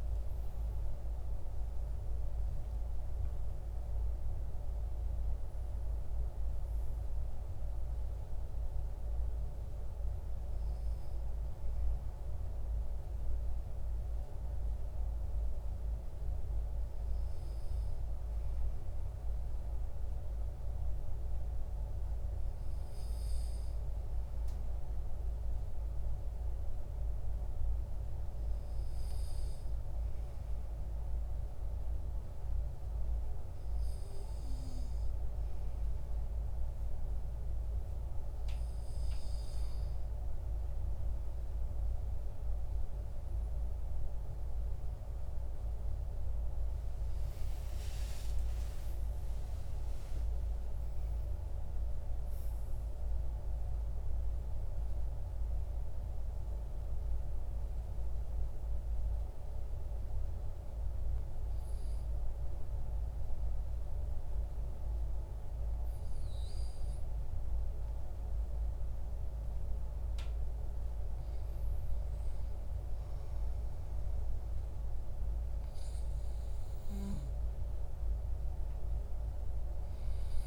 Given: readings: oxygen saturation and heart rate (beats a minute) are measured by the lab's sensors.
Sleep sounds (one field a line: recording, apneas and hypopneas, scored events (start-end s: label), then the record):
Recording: breathing in sleep, hard to hear, by a room microphone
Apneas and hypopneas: 2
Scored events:
18.00-34.00 s: obstructive apnea (oxygen 97% before, 95% lowest, heart rate 61 before, 49 extreme, up 10 after)
46.50-51.50 s: arousal
56.50-70.00 s: mixed apnea (oxygen 97% before, 94% lowest, heart rate 61 before, 44 extreme, up 7 after)
72.00-77.00 s: arousal
From the record:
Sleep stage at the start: N2 (light sleep)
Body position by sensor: on the back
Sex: male